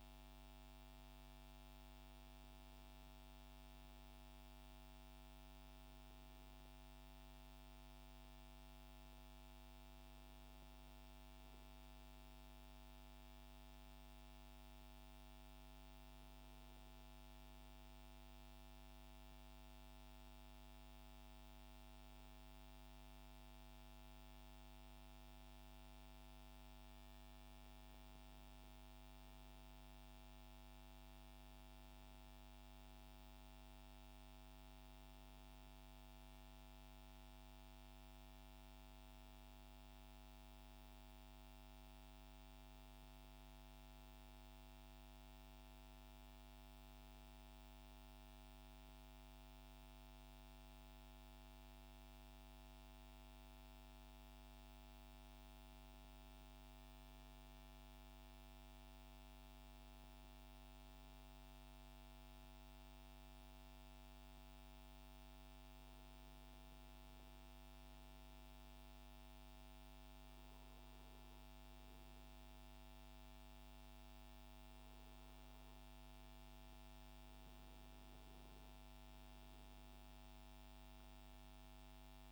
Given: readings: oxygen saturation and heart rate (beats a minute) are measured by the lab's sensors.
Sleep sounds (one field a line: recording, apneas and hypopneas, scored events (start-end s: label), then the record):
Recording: breathing in sleep, hard to hear, by a microphone on the trachea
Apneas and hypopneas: 1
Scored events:
0.50-5.00 s: arousal
36.50-40.50 s: arousal
47.00-57.00 s: central apnea (oxygen 96% before, 94% lowest, heart rate 130 before, 119 extreme)
60.00-63.50 s: arousal
From the record:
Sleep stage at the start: N2 (light sleep)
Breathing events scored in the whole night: 354 in 6.7 hours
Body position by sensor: on the back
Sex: male